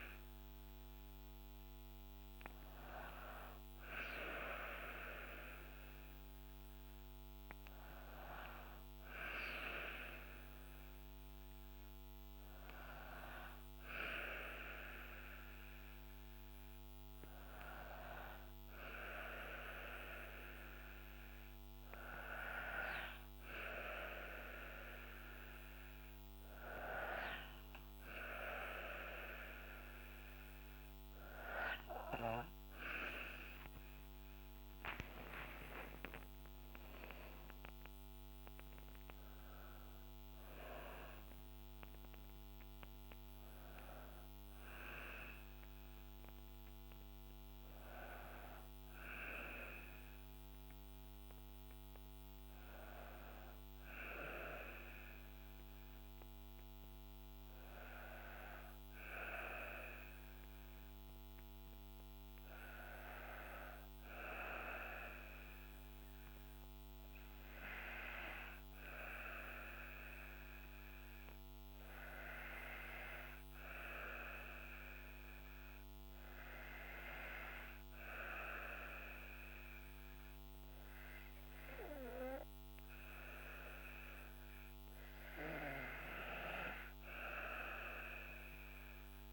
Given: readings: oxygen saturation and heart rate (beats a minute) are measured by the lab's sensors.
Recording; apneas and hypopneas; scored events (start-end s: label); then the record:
breathing in sleep by a microphone on the trachea; 2
0.00-5.50 s: oxygen desaturation (device-marked, oxygen 91% lowest, heart rate 60 extreme)
3.00-32.50 s: obstructive apnea (oxygen 95% before, 93% lowest, heart rate 68 before, 59 extreme, up 9 after)
35.00-39.00 s: arousal
46.50-83.50 s: hypopnea (oxygen 97% before, 90% lowest, heart rate 67 before, 60 extreme, up 4 after)
67.50-89.33 s: oxygen desaturation (device-marked, oxygen 98% before, 90% lowest, heart rate 61 before, 60 extreme)
86.50-89.33 s: arousal
From the record:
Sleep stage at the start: N2 (light sleep); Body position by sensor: on the back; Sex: female